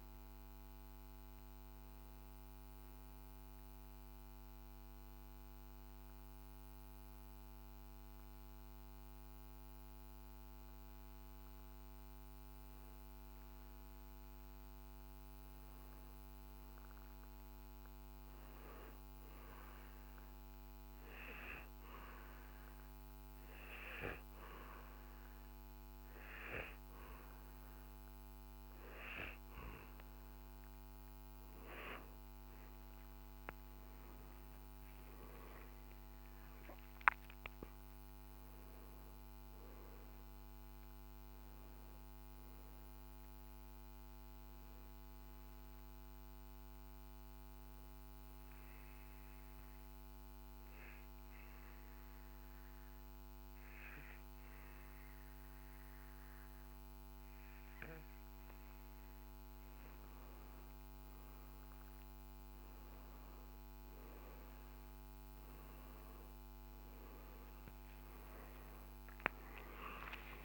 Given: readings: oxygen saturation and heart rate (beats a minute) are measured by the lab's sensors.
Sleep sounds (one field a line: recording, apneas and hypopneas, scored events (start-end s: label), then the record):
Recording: breathing in sleep by a microphone on the trachea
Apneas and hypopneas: 2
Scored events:
4.00-16.00 s: obstructive apnea (oxygen 97% before, 92% lowest, heart rate 65 before, 56 extreme, up 5 after)
17.50-21.00 s: arousal
22.50-34.50 s: oxygen desaturation (device-marked, oxygen 98% before, 94% lowest, heart rate 59 before, 59 extreme)
47.50-59.00 s: obstructive apnea (oxygen 97% before, 91% lowest, heart rate 69 before, 59 extreme, up 9 after)
From the record:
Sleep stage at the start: N2 (light sleep)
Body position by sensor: on the back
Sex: male